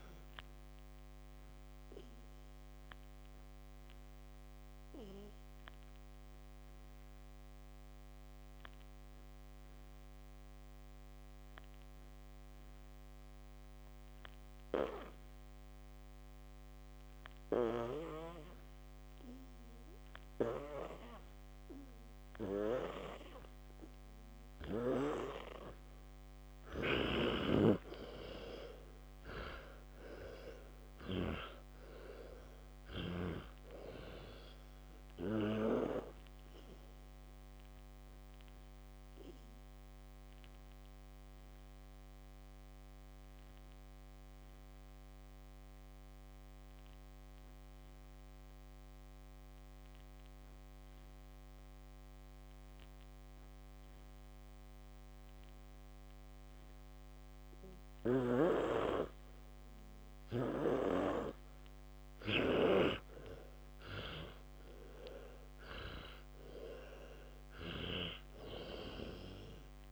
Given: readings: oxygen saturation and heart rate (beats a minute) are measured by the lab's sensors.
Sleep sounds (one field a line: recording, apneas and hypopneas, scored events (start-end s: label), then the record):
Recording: breathing in sleep by a microphone on the trachea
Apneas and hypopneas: 2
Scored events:
0.00-3.00 s: oxygen desaturation (device-marked, oxygen 95% lowest, heart rate 57 extreme)
4.50-19.50 s: obstructive apnea (oxygen 99% before, 93% lowest, heart rate 77 before, 57 extreme, up 6 after)
19.00-27.00 s: oxygen desaturation (device-marked, oxygen 97% before, 93% lowest, heart rate 63 before, 57 extreme)
29.50-34.00 s: arousal
42.00-58.00 s: obstructive apnea (oxygen 99% before, 93% lowest, heart rate 78 before, 57 extreme)
62.50-67.00 s: arousal
From the record:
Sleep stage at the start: N2 (light sleep)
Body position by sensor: on the back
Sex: male